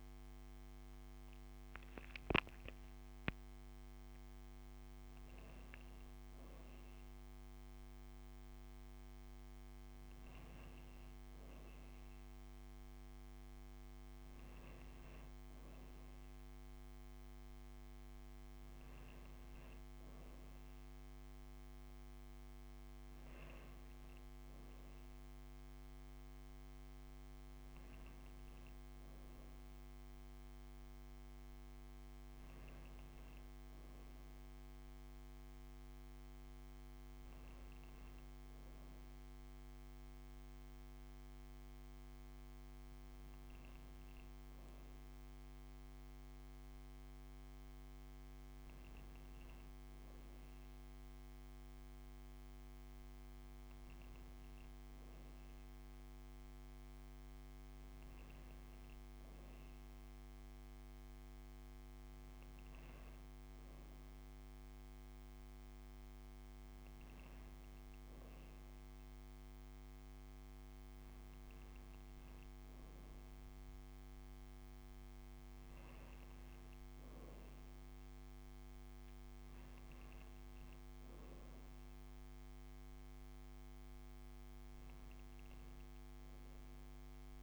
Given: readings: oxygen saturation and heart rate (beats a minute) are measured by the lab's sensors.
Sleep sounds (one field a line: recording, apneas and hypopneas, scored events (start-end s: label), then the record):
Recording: breathing in sleep, hard to hear, by a microphone on the trachea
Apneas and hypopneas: none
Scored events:
none scored
From the record:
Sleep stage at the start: N2 (light sleep)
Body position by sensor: upright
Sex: female